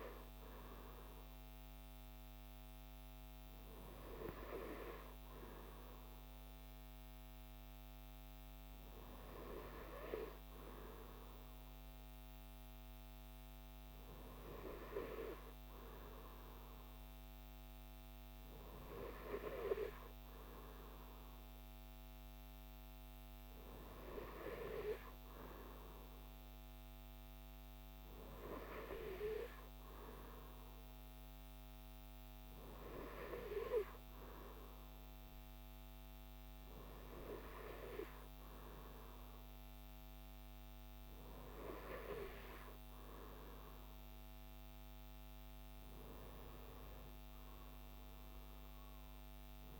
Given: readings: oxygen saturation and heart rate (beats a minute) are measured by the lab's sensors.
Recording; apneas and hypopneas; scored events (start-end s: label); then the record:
breathing in sleep by a microphone on the trachea; none
none scored
From the record:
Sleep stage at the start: N2 (light sleep); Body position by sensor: on the right side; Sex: male